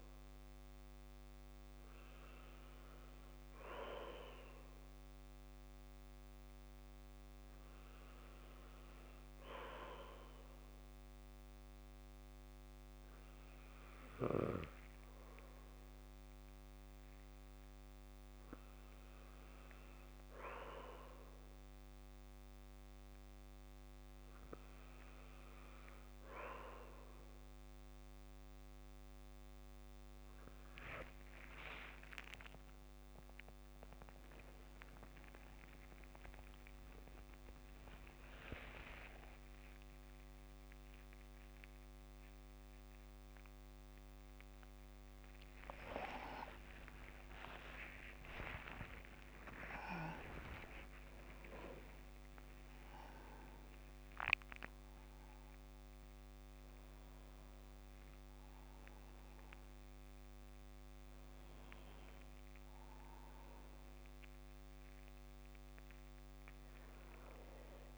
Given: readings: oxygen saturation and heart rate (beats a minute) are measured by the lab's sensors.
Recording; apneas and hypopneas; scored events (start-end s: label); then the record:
a person partly awake in a sleep study, by a microphone on the trachea; none
16.00-46.00 s: new sleep stage, awake
39.00-41.00 s: long interval between heartbeats (device-marked, heart rate 65 before, 87 extreme)
44.00-53.00 s: tachycardia (device-marked, heart rate 62 before, 163 extreme)
46.00-67.97 s: new sleep stage, N1 (lightest sleep)
47.50-49.50 s: long interval between heartbeats (device-marked, heart rate 74 before, 106 extreme)
50.00-52.00 s: long interval between heartbeats (device-marked, heart rate 84 before, 154 extreme)
From the record:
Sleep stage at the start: N2 (light sleep); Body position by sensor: on the back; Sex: male